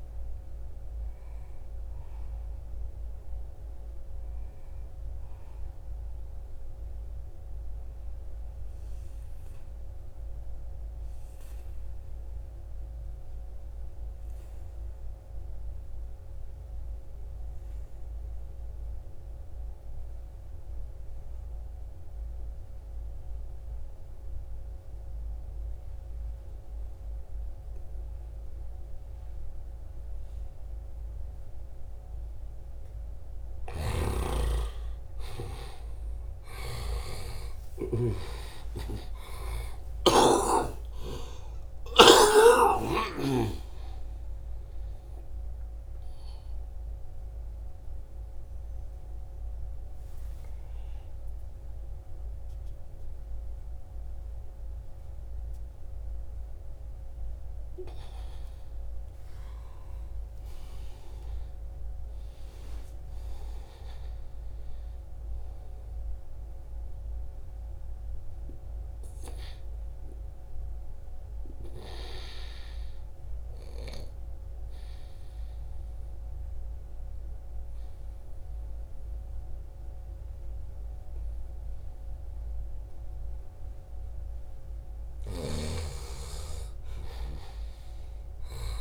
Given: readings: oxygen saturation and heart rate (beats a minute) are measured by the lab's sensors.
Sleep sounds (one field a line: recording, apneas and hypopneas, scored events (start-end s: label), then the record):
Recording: a person partly awake in a sleep study, by a room microphone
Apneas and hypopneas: 2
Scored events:
5.50-31.50 s: obstructive apnea (oxygen 95% before, 88% lowest, heart rate 80 before, 65 extreme, up 7 after)
28.50-58.50 s: oxygen desaturation (device-marked, oxygen 98% before, 89% lowest, heart rate 69 before, 67 extreme)
32.50-42.50 s: snoring (device-marked)
38.50-68.50 s: new sleep stage, awake
68.50-88.81 s: new sleep stage, N1 (lightest sleep)
72.50-80.50 s: oxygen desaturation (device-marked, oxygen 99% before, 95% lowest, heart rate 86 before, 75 extreme)
74.00-84.00 s: obstructive apnea (oxygen 99% before, 90% lowest, heart rate 86 before, 75 extreme, up 5 after)
84.00-88.81 s: snoring (device-marked)
85.50-88.81 s: arousal
86.50-88.81 s: oxygen desaturation (device-marked, oxygen 96% before, 90% lowest, heart rate 79 before, 68 extreme)
From the record:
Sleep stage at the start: N2 (light sleep)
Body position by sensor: on the right side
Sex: male